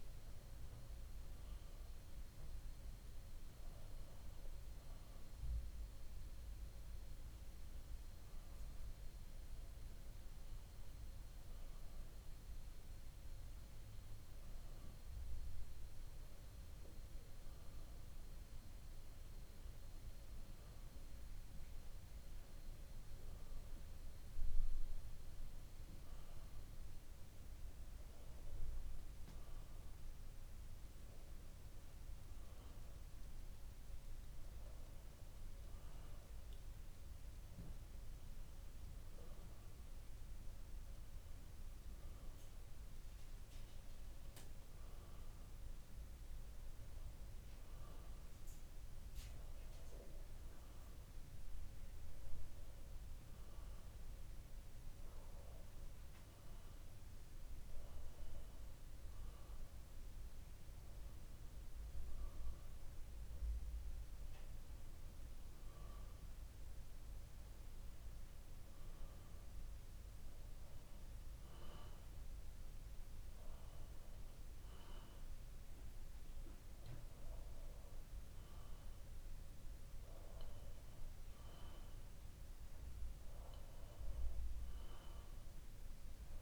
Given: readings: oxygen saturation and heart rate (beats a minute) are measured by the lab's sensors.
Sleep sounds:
breathing in sleep, hard to hear, by a room microphone; none
none scored
From the record:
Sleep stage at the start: N2 (light sleep); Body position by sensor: on the back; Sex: male

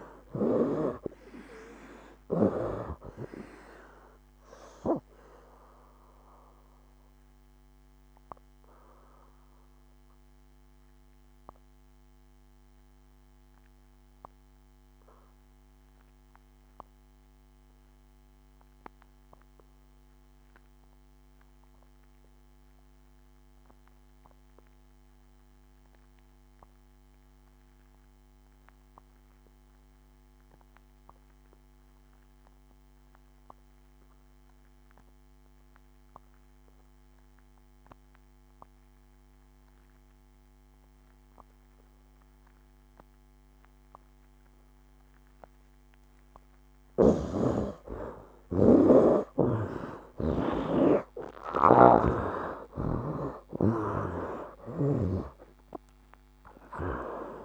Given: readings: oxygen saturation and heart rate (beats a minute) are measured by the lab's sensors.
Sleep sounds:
breathing in sleep by a microphone on the trachea; 1
0.00-2.50 s: snoring (device-marked)
0.00-25.00 s: oxygen desaturation (device-marked, oxygen 62% lowest, heart rate 66 extreme)
4.00-45.50 s: obstructive apnea (oxygen 96% before, 59% lowest, heart rate 77 before, 66 extreme, up 14 after)
27.00-57.44 s: oxygen desaturation (device-marked, oxygen 97% before, 59% lowest, heart rate 71 before, 65 extreme)
48.50-53.00 s: arousal
51.50-55.00 s: snoring (device-marked)
From the record:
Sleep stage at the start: N2 (light sleep); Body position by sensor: on the back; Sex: male

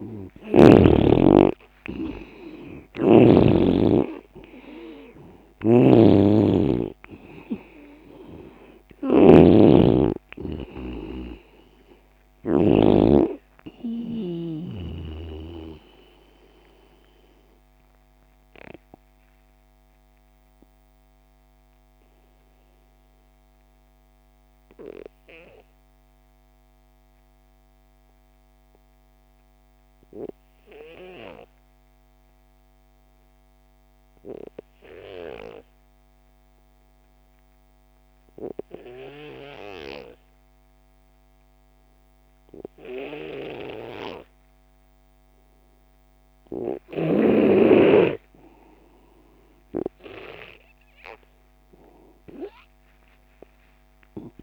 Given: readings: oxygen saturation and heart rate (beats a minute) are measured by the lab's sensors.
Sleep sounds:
breathing in sleep by a microphone on the trachea; 1
0.00-4.00 s: arousal
0.00-30.00 s: oxygen desaturation (device-marked, oxygen 87% lowest)
5.50-12.50 s: snoring (device-marked)
14.50-48.50 s: obstructive apnea (oxygen 97% before, 87% lowest)
45.00-54.43 s: oxygen desaturation (device-marked, oxygen 98% before, 90% lowest)
From the record:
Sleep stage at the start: N2 (light sleep); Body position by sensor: on the left side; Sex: male

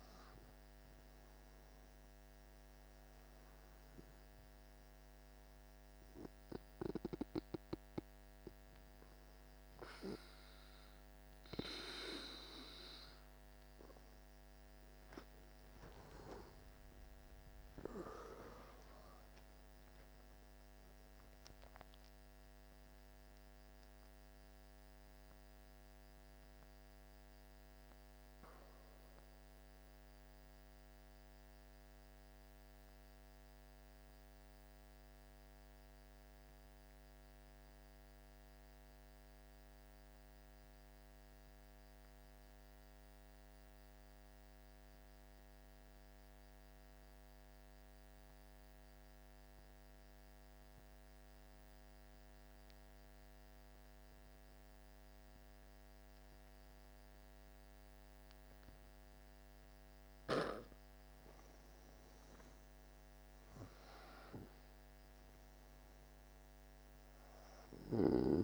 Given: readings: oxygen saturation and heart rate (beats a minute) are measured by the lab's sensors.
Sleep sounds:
breathing in sleep by a microphone on the trachea; 1
0.00-1.00 s: arousal
0.00-23.00 s: oxygen desaturation (device-marked, oxygen 84% lowest, heart rate 47 extreme)
15.00-19.50 s: arousal
21.00-60.00 s: mixed apnea (oxygen 96% before, 83% lowest, heart rate 58 before, 47 extreme, up 11 after)
52.00-68.44 s: oxygen desaturation (device-marked, oxygen 99% before, 83% lowest, heart rate 50 before, 48 extreme)
61.00-65.50 s: arousal
From the record:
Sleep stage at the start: N2 (light sleep); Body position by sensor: on the back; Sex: male

